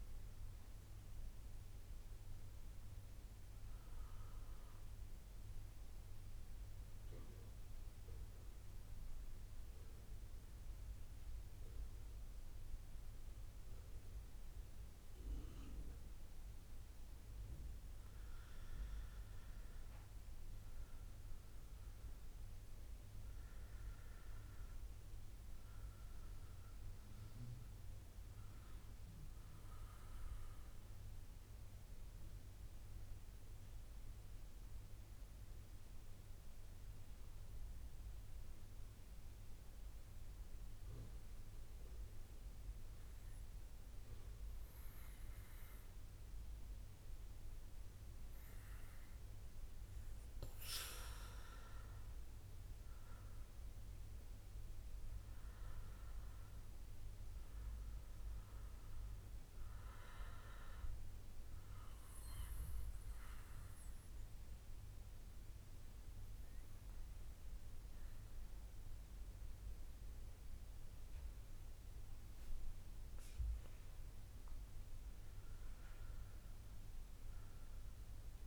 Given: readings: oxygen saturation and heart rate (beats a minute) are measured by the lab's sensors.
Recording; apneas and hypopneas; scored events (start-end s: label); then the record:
breathing in sleep, hard to hear, by a room microphone; 3
0.00-10.00 s: oxygen desaturation (device-marked, oxygen 94% lowest, heart rate 60 extreme)
5.00-17.50 s: mixed apnea (oxygen 98% before, 90% lowest, heart rate 66 before, 60 extreme, up 4 after)
19.50-23.00 s: arousal
25.00-40.00 s: oxygen desaturation (device-marked, oxygen 96% before, 91% lowest, heart rate 63 before, 60 extreme)
30.00-49.00 s: mixed apnea (oxygen 96% before, 90% lowest, heart rate 63 before, 60 extreme, up 3 after)
51.00-55.00 s: arousal
55.00-75.00 s: oxygen desaturation (device-marked, oxygen 95% before, 90% lowest, heart rate 63 before, 62 extreme)
63.00-73.00 s: central apnea (oxygen 95% before, 88% lowest, heart rate 64 before, 62 extreme, up 6 after)
74.00-78.47 s: arousal
From the record:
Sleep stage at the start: N2 (light sleep); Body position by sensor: on the back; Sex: male